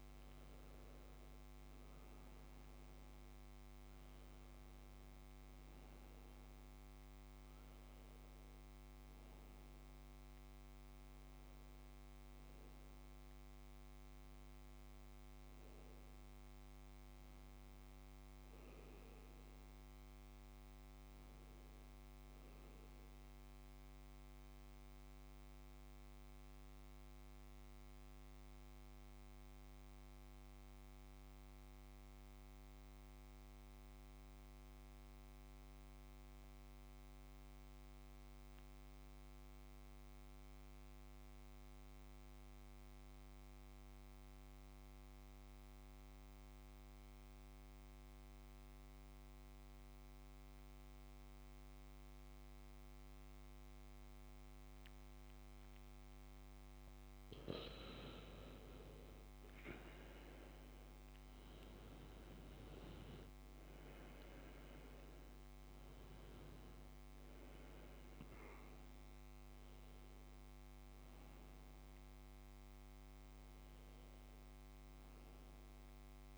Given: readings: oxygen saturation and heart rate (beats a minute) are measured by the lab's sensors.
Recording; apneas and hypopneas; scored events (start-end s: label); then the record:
breathing in sleep, hard to hear, by a microphone on the trachea; 1
0.00-8.50 s: oxygen desaturation (device-marked, oxygen 93% lowest, heart rate 61 extreme)
25.00-56.50 s: mixed apnea (oxygen 95% before, 92% lowest, heart rate 62 before, 59 extreme)
53.50-76.38 s: oxygen desaturation (device-marked, oxygen 99% before, 92% lowest, heart rate 71 before, 59 extreme)
58.00-62.00 s: arousal
From the record:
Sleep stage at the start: N2 (light sleep); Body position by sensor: on the back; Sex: male